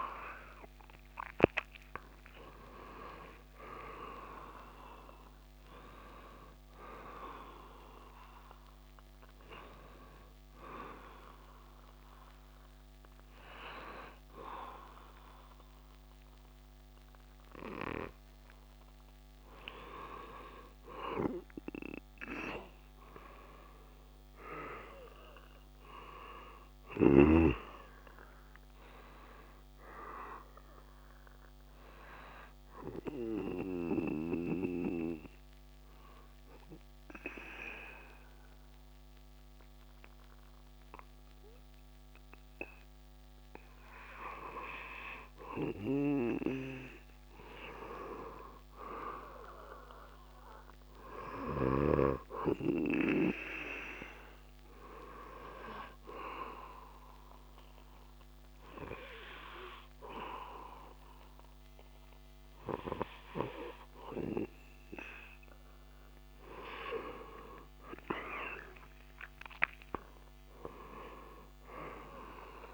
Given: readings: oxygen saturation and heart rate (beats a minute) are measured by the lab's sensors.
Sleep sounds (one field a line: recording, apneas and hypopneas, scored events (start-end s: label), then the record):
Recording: breathing in sleep by a microphone on the trachea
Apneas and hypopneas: 3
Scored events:
10.00-20.00 s: hypopnea (oxygen 98% before, 97% lowest)
23.00-26.00 s: arousal
33.50-44.50 s: obstructive apnea (oxygen 100% before, 96% lowest)
46.50-50.00 s: arousal
55.50-66.00 s: obstructive apnea (oxygen 100% before, 96% lowest)
68.00-71.50 s: arousal
From the record:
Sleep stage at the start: N2 (light sleep)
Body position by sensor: on the back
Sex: male